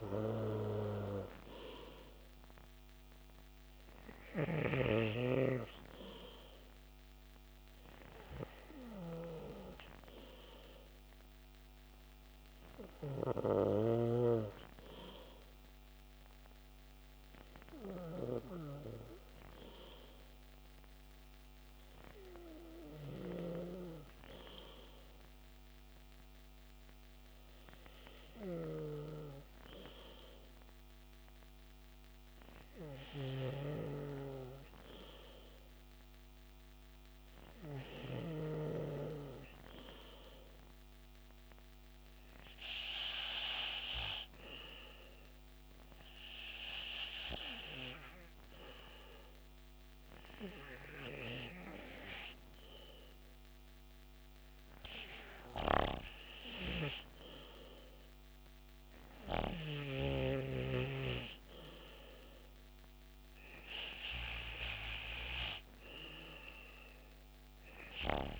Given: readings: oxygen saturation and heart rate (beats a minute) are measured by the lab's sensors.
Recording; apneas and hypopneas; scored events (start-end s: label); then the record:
breathing in sleep by a microphone on the trachea; none
32.00-37.50 s: snoring (device-marked)
From the record:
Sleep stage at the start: N2 (light sleep); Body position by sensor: on the back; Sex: male